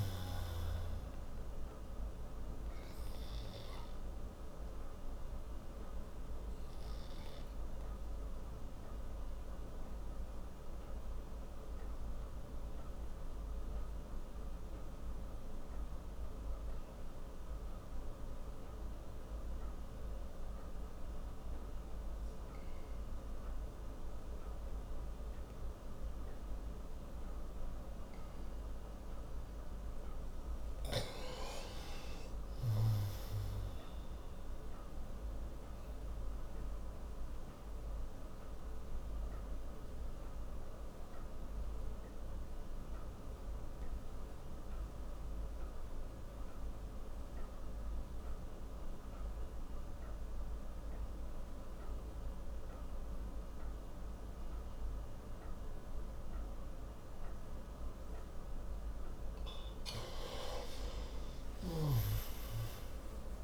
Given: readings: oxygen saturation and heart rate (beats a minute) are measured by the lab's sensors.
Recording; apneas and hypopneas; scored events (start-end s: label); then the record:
breathing in sleep, hard to hear, by a room microphone; 2
0.00-24.00 s: oxygen desaturation (device-marked, oxygen 90% lowest, heart rate 58 extreme)
7.50-29.50 s: obstructive apnea (oxygen 98% before, 89% lowest, heart rate 69 before, 58 extreme, up 8 after)
36.00-59.00 s: oxygen desaturation (device-marked, oxygen 97% before, 90% lowest, heart rate 62 before, 58 extreme)
36.50-58.50 s: obstructive apnea (oxygen 97% before, 89% lowest, heart rate 62 before, 58 extreme, up 10 after)
61.50-63.44 s: arousal
From the record:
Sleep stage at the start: N2 (light sleep); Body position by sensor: on the right side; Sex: male